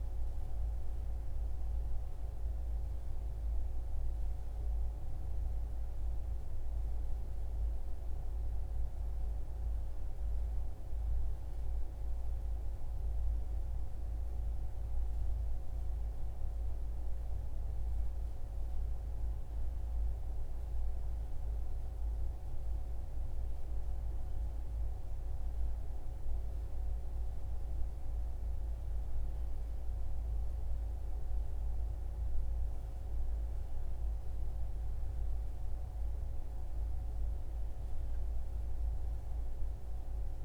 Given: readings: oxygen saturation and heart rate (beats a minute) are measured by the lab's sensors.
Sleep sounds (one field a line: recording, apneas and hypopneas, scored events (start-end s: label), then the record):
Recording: breathing in sleep, hard to hear, by a room microphone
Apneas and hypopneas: none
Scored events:
none scored
From the record:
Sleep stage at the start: N2 (light sleep)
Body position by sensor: on the right side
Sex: male